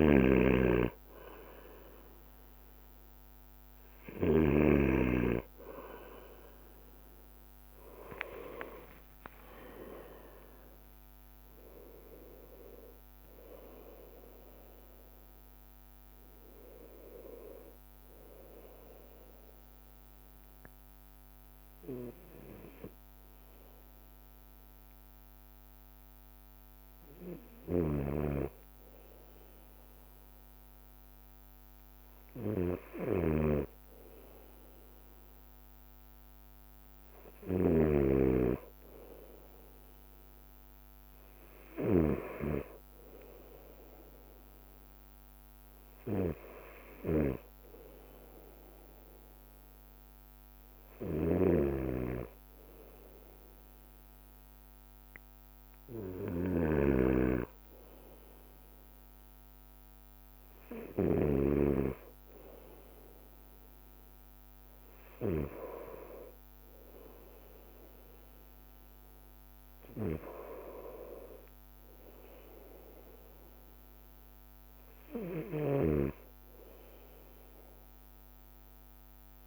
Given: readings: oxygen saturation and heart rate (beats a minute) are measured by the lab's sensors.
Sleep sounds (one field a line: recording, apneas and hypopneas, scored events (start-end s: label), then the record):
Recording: breathing in sleep by a microphone on the trachea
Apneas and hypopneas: none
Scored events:
0.00-5.00 s: snoring (device-marked)
0.00-5.50 s: bradycardia (device-marked, heart rate 54 extreme)
7.50-20.50 s: drop in pulse transit time (device-marked, heart rate 57 before, 56 extreme)
8.50-12.00 s: arousal
9.50-11.50 s: long interval between heartbeats (device-marked, heart rate 57 before, 66 extreme)
15.50-79.47 s: bradycardia (device-marked, heart rate 57 before, 55 extreme)
28.00-42.50 s: snoring (device-marked)
51.50-62.00 s: snoring (device-marked)
76.00-79.47 s: snoring (device-marked)
From the record:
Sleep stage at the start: N2 (light sleep)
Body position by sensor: on the right side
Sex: male